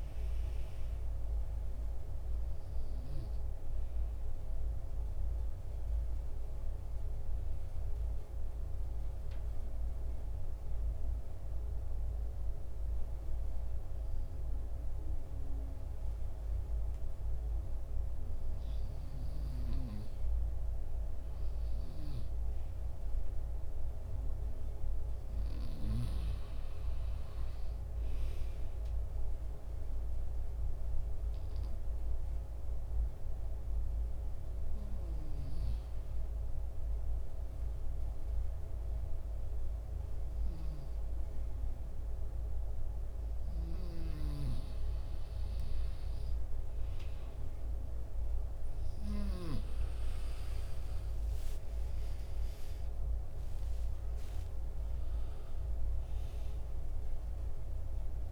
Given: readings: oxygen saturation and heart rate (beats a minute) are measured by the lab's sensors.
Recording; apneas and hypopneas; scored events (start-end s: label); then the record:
breathing in sleep, hard to hear, by a room microphone; 2
5.50-20.50 s: oxygen desaturation (device-marked, oxygen 90% before, 86% lowest, heart rate 74 before, 67 extreme)
6.50-19.00 s: obstructive apnea (oxygen 90% before, 86% lowest, heart rate 74 before, 67 extreme, up 5 after)
22.00-26.00 s: arousal
34.50-51.50 s: oxygen desaturation (device-marked, oxygen 92% before, 86% lowest, heart rate 72 before, 70 extreme)
36.50-46.50 s: obstructive apnea (oxygen 92% before, 86% lowest, heart rate 73 before, 71 extreme, up 11 after)
43.50-49.00 s: snoring (device-marked)
50.00-55.00 s: arousal
From the record:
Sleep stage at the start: N2 (light sleep); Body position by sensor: on the back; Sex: male